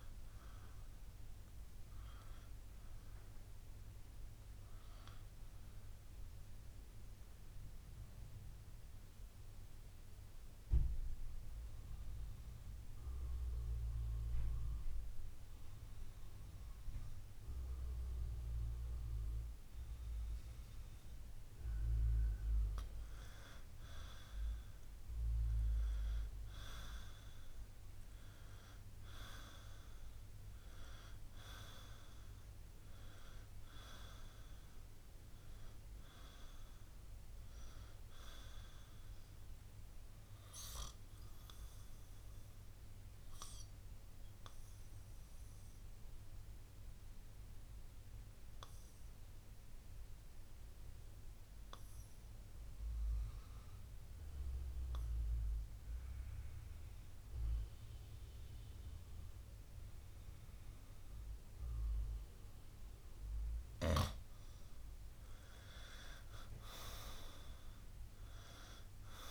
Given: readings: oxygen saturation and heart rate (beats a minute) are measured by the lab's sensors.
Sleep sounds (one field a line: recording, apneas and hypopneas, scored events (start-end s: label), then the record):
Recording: breathing in sleep by a room microphone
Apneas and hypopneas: 2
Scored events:
0.00-3.50 s: arousal
0.00-10.50 s: oxygen desaturation (device-marked, oxygen 90% lowest, heart rate 57 extreme)
7.00-22.00 s: central apnea (oxygen 95% before, 92% lowest, heart rate 65 before, 53 extreme, up 7 after)
24.50-28.50 s: arousal
32.50-61.50 s: oxygen desaturation (device-marked, oxygen 97% before, 92% lowest, heart rate 61 before, 51 extreme)
40.50-63.50 s: obstructive apnea (oxygen 97% before, 91% lowest, heart rate 64 before, 51 extreme, up 9 after)
65.50-69.00 s: arousal
From the record:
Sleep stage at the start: N2 (light sleep)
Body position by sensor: on the right side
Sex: male